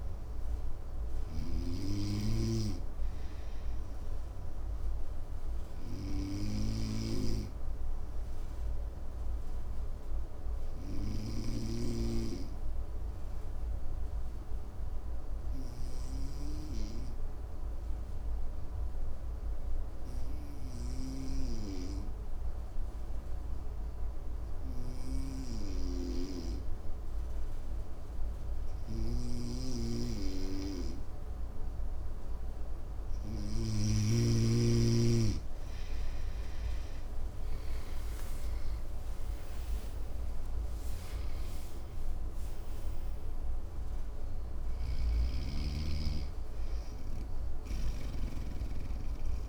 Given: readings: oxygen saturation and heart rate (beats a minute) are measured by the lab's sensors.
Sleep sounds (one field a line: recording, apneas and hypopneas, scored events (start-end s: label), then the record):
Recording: breathing in sleep by a room microphone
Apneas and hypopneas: 1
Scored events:
0.00-1.00 s: snoring (device-marked)
1.00-30.50 s: obstructive apnea (oxygen 98% before, 93% lowest, heart rate 59 before, 53 extreme, up 16 after)
28.50-33.50 s: snoring (device-marked)
33.50-49.49 s: oxygen desaturation (device-marked, oxygen 98% before, 93% lowest, heart rate 54 before, 55 extreme)
35.00-39.50 s: arousal
44.50-49.49 s: snoring (device-marked)
From the record:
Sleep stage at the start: N2 (light sleep)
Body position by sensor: on the right side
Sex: male